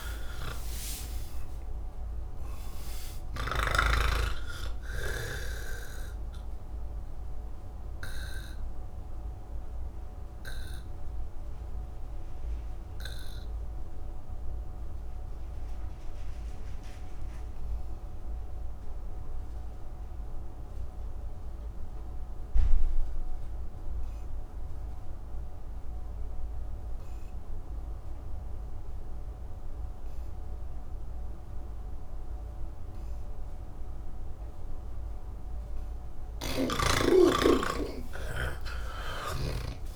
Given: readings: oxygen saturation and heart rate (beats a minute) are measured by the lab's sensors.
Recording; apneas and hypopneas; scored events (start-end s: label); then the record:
breathing in sleep by a room microphone; 1
0.00-4.00 s: snoring (device-marked)
0.00-20.50 s: oxygen desaturation (device-marked, oxygen 79% lowest, heart rate 30 extreme)
8.50-35.00 s: obstructive apnea (oxygen 98% before, 79% lowest, heart rate 184 before, 30 extreme, up 49 after)
30.50-39.96 s: oxygen desaturation (device-marked, oxygen 98% before, 84% lowest)
36.50-39.96 s: snoring (device-marked)
From the record:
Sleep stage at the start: N3 (deep sleep); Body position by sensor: on the back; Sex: male